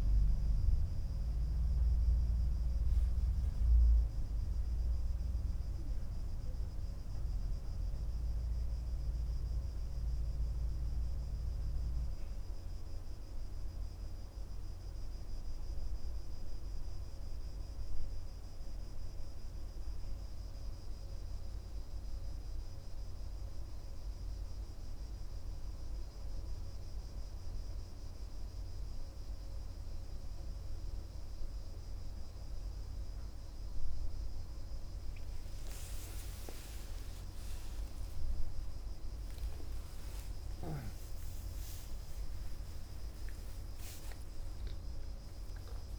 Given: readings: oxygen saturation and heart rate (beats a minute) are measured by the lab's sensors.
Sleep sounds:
a person partly awake in a sleep study, hard to hear, by a room microphone; none
5.00-45.99 s: new sleep stage, N1 (lightest sleep)
38.00-44.00 s: arousal
From the record:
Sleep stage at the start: awake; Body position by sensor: on the right side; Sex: male

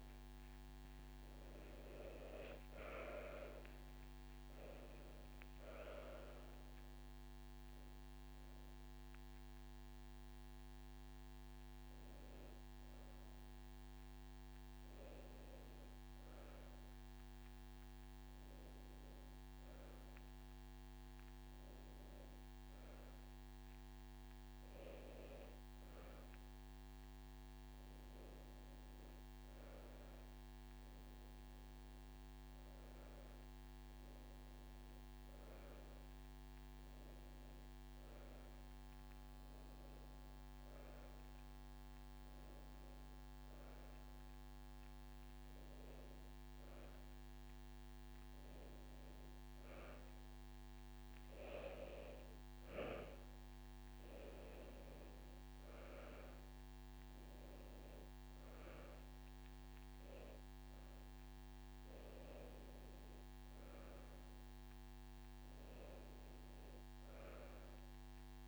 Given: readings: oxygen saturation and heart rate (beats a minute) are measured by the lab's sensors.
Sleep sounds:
breathing in sleep by a microphone on the trachea; none
0.00-1.00 s: long interval between heartbeats (device-marked, heart rate 48 extreme)
5.00-7.00 s: long interval between heartbeats (device-marked, heart rate 47 before, 66 extreme)
10.00-20.00 s: drop in pulse transit time (device-marked)
14.00-16.00 s: long interval between heartbeats (device-marked)
22.00-24.00 s: long interval between heartbeats (device-marked, heart rate 41 before, 39 extreme)
24.50-26.50 s: long interval between heartbeats (device-marked, heart rate 40 before, 50 extreme)
25.00 s: drop in pulse transit time (device-marked)
27.00-29.00 s: long interval between heartbeats (device-marked, heart rate 37 before, 49 extreme)
30.00-68.48 s: new sleep stage, N2 (light sleep)
31.00-40.00 s: drop in pulse transit time (device-marked)
31.50-33.50 s: long interval between heartbeats (device-marked, heart rate 33 before, 43 extreme)
38.00-40.00 s: long interval between heartbeats (device-marked, heart rate 41 before, 28 extreme)
46.00-48.00 s: long interval between heartbeats (device-marked, heart rate 36 before, 31 extreme)
48.50-50.50 s: long interval between heartbeats (device-marked, heart rate 34 before, 43 extreme)
58.00-63.00 s: drop in pulse transit time (device-marked)
From the record:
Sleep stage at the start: N1 (lightest sleep); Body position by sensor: on the back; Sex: female

